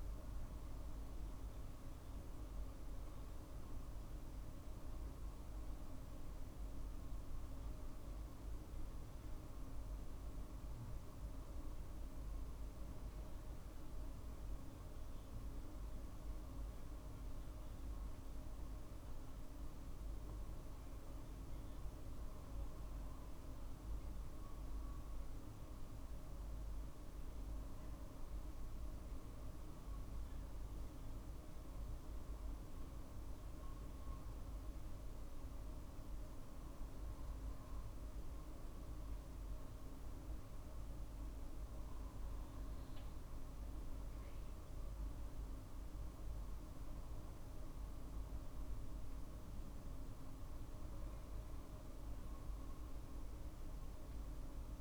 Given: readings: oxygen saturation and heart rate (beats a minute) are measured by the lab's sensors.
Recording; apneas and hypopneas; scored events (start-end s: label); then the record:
breathing in sleep, hard to hear, by a room microphone; none
none scored
From the record:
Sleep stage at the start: N2 (light sleep); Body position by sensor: on the right side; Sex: male